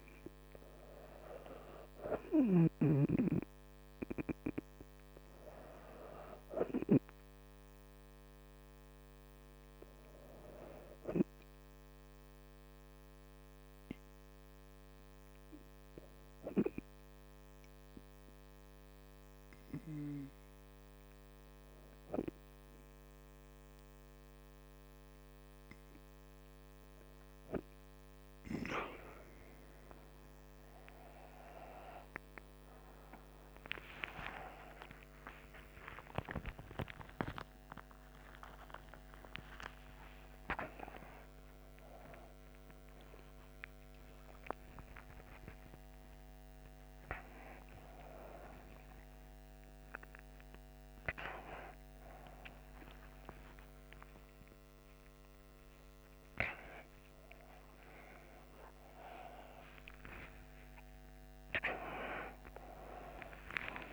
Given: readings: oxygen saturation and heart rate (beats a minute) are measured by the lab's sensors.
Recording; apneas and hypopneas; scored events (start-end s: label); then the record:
a person awake in a sleep study, by a microphone on the trachea; 1
0.50-4.50 s: arousal
13.00-27.50 s: hypopnea (oxygen 98% before, 94% lowest, heart rate 70 before, 65 extreme, up 20 after)
23.00-63.93 s: new sleep stage, awake
From the record:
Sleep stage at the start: N2 (light sleep); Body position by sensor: on the front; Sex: female